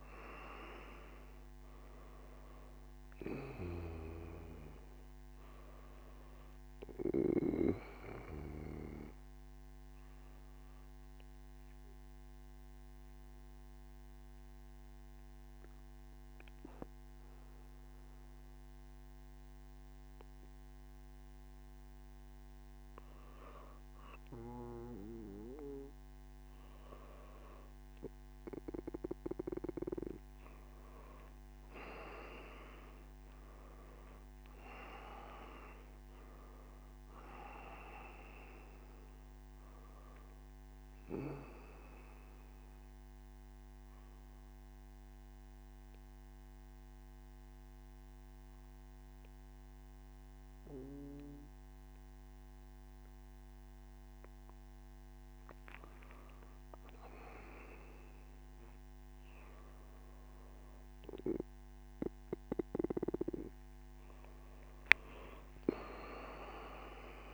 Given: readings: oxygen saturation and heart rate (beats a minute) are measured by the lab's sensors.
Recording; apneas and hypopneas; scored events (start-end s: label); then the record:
breathing in sleep by a microphone on the trachea; none
none scored
From the record:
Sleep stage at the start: N1 (lightest sleep); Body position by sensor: on the back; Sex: male